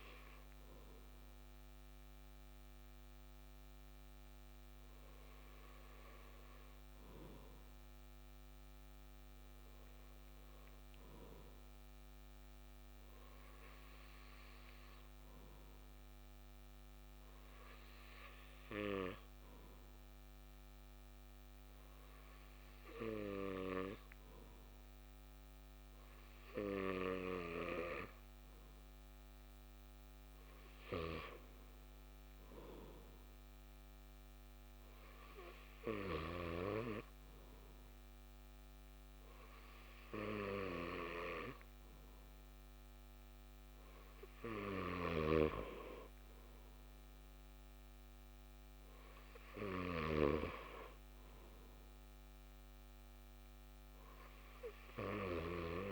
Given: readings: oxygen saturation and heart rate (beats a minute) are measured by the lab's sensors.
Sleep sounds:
breathing in sleep by a microphone on the trachea; 1
14.00-28.00 s: hypopnea (oxygen 97% before, 94% lowest, heart rate 54 before, 52 extreme, up 5 after)
30.50-33.50 s: arousal
45.00-50.50 s: snoring (device-marked)
From the record:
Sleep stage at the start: REM sleep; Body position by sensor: on the back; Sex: male

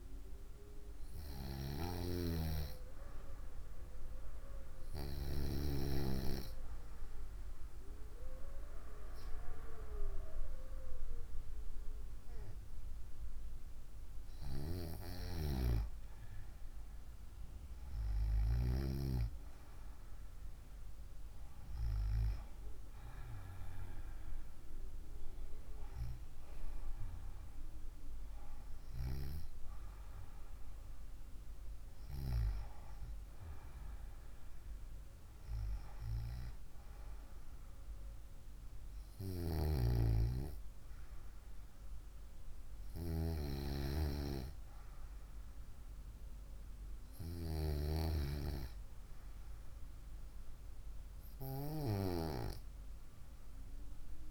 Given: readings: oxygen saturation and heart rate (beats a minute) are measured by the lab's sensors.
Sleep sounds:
breathing in sleep by a room microphone; 1
7.50-17.50 s: obstructive apnea (oxygen 95% before, 94% lowest, heart rate 62 before, 62 extreme, up 4 after)
19.00-22.50 s: arousal
From the record:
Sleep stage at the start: N2 (light sleep); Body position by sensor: on the right side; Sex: female

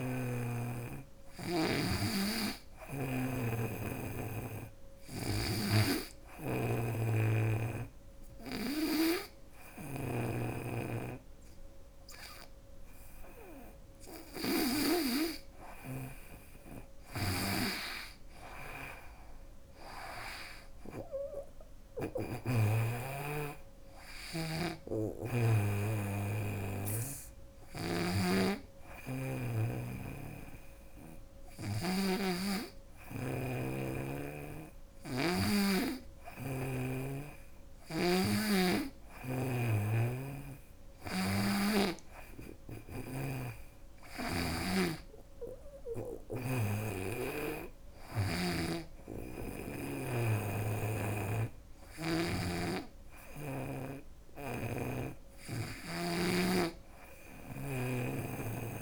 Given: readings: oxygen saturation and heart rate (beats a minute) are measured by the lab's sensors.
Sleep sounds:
breathing in sleep by a room microphone; none
0.00-2.50 s: snoring (device-marked)
4.50-9.50 s: snoring (device-marked)
16.50-20.00 s: arousal
16.50-21.50 s: snoring (device-marked)
23.50-31.50 s: snoring (device-marked)
38.50-46.00 s: snoring (device-marked)
55.50-58.81 s: snoring (device-marked)
From the record:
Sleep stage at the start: N2 (light sleep); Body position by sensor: on the right side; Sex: female

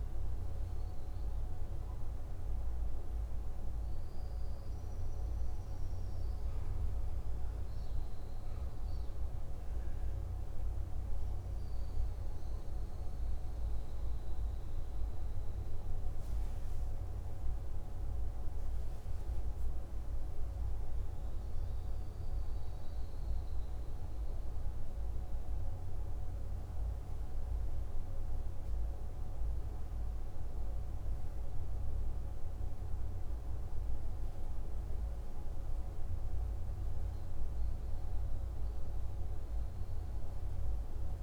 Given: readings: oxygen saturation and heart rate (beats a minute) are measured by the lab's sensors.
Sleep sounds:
breathing in sleep, hard to hear, by a room microphone; none
none scored
From the record:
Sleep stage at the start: REM sleep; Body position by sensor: on the back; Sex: male

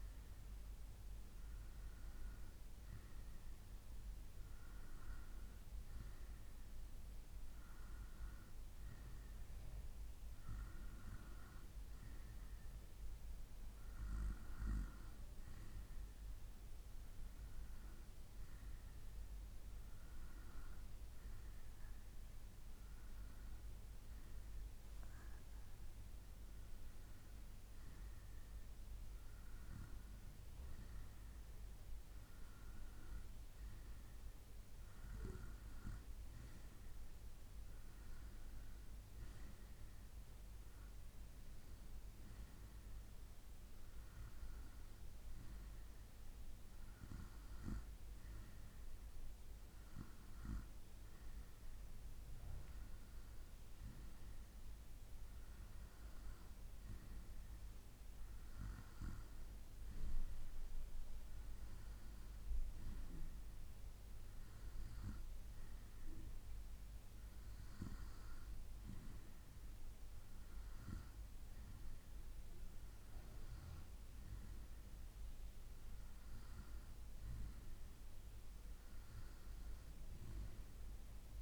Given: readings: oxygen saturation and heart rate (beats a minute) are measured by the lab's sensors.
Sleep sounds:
breathing in sleep by a room microphone; none
none scored
From the record:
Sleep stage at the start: N2 (light sleep); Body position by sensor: on the right side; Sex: male

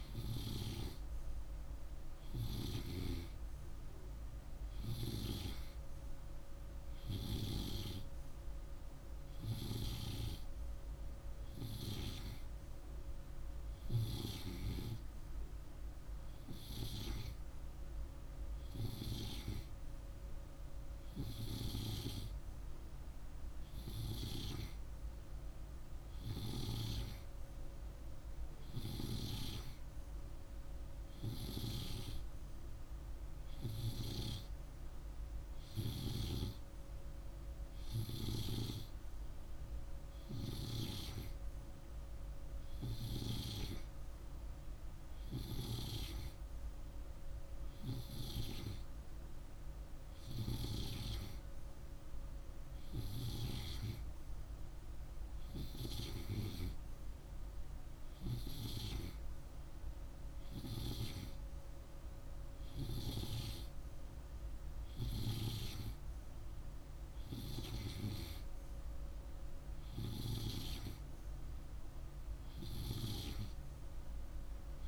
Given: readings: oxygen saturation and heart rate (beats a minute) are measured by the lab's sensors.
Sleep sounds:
breathing in sleep by a room microphone; none
none scored
From the record:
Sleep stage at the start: N2 (light sleep); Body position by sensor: on the right side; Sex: male

